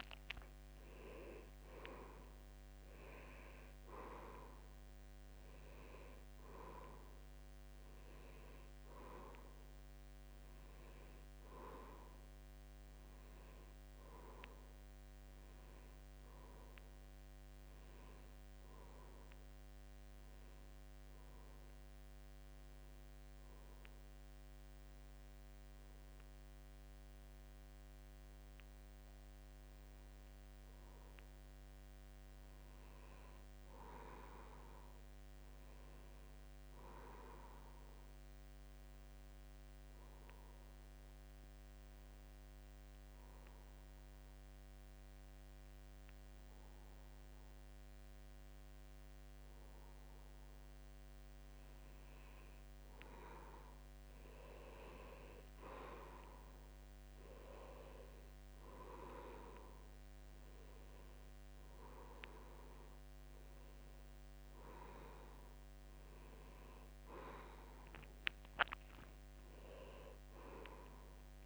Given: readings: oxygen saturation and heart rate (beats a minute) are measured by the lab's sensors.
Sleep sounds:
breathing in sleep by a microphone on the trachea; 2
20.50-31.00 s: hypopnea (oxygen 93% before, 88% lowest, heart rate 86 before, 75 extreme, up 3 after)
33.50-37.00 s: arousal
41.00-52.50 s: obstructive apnea (oxygen 94% before, 88% lowest, heart rate 76 before, 76 extreme, up 5 after)
58.50-61.50 s: arousal
63.00-71.45 s: oxygen desaturation (device-marked, oxygen 92% before, 88% lowest, heart rate 78 before, 74 extreme)
From the record:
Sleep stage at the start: N2 (light sleep); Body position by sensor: on the back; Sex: male

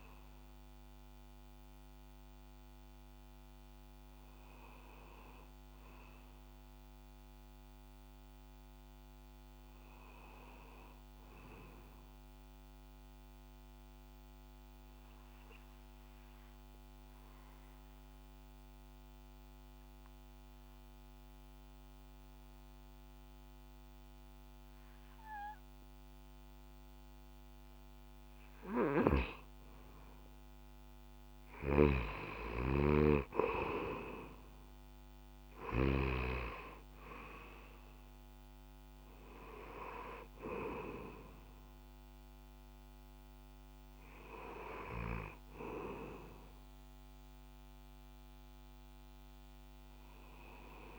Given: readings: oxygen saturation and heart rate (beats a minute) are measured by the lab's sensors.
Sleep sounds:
breathing in sleep by a microphone on the trachea; 1
12.50-26.50 s: obstructive apnea (oxygen 99% before, 91% lowest)
28.00-32.00 s: arousal
31.00-35.50 s: snoring (device-marked)
31.50-50.99 s: oxygen desaturation (device-marked, oxygen 97% before, 91% lowest)
From the record:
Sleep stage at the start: N2 (light sleep); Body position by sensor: on the back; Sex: male

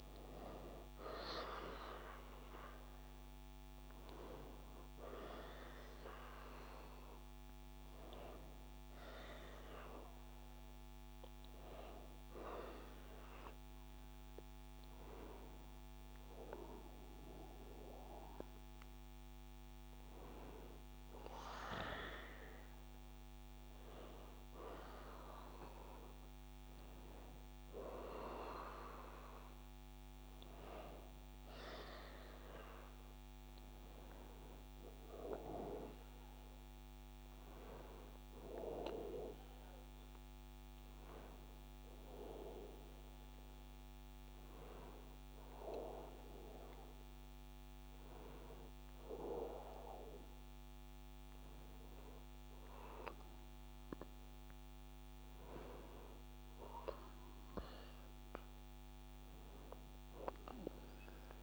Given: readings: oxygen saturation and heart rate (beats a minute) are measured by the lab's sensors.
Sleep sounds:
a person partly awake in a sleep study, by a microphone on the trachea; none
24.50-61.43 s: new sleep stage, N1 (lightest sleep)
From the record:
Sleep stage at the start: awake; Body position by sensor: on the back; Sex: male

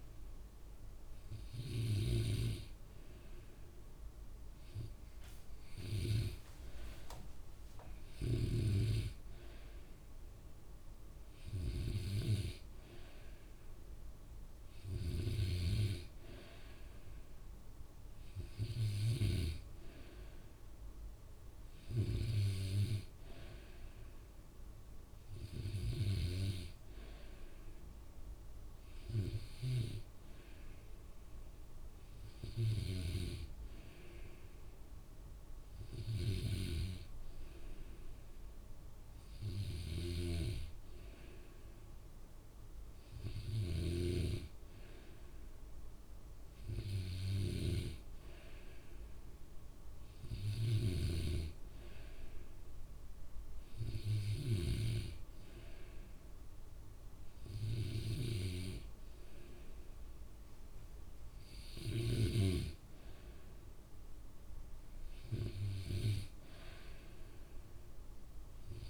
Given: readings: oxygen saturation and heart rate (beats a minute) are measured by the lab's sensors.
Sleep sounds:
breathing in sleep by a room microphone; none
0.00-2.50 s: snoring (device-marked)
40.00-48.00 s: snoring (device-marked)
From the record:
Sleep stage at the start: N2 (light sleep); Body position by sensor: on the back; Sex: male

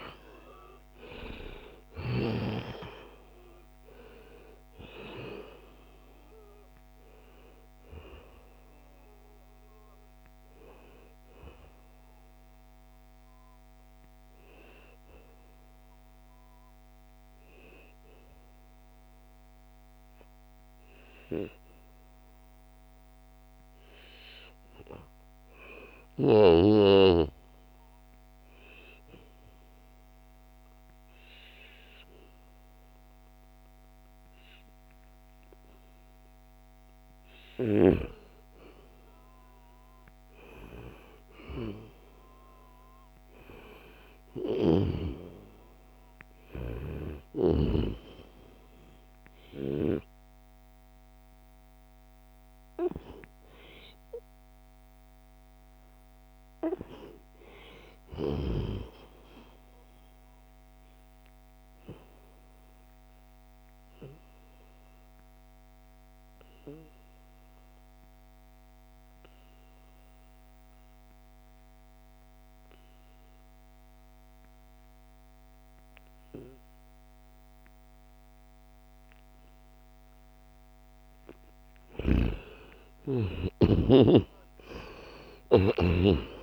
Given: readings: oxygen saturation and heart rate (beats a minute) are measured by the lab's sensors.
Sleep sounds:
breathing in sleep by a microphone on the trachea; 2
0.00-2.00 s: snoring (device-marked)
12.00-21.00 s: oxygen desaturation (device-marked, oxygen 91% before, 86% lowest, heart rate 77 before, 77 extreme)
12.50-35.50 s: obstructive apnea (oxygen 96% before, 86% lowest, heart rate 77 before, 77 extreme, up 0 after)
38.00-41.50 s: arousal
60.00-80.50 s: obstructive apnea (oxygen 97% before, 89% lowest, heart rate 80 before, 73 extreme, up 6 after)
79.00-86.43 s: oxygen desaturation (device-marked, oxygen 95% before, 89% lowest, heart rate 77 before, 75 extreme)
81.50-86.43 s: snoring (device-marked)
82.00-86.43 s: arousal
From the record:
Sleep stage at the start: N2 (light sleep); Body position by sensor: on the back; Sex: male

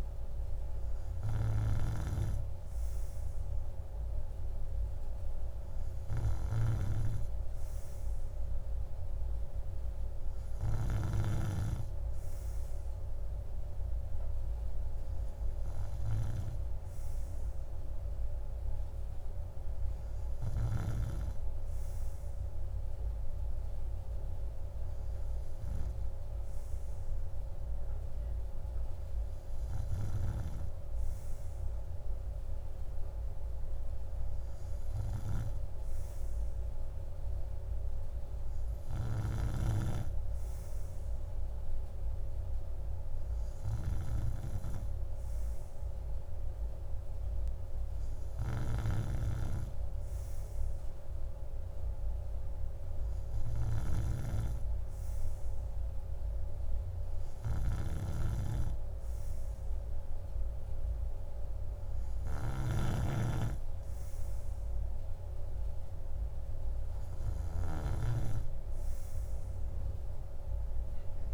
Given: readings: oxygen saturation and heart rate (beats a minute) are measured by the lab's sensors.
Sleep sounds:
breathing in sleep by a room microphone; none
none scored
From the record:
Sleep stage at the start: N3 (deep sleep); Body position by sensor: on the right side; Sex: male

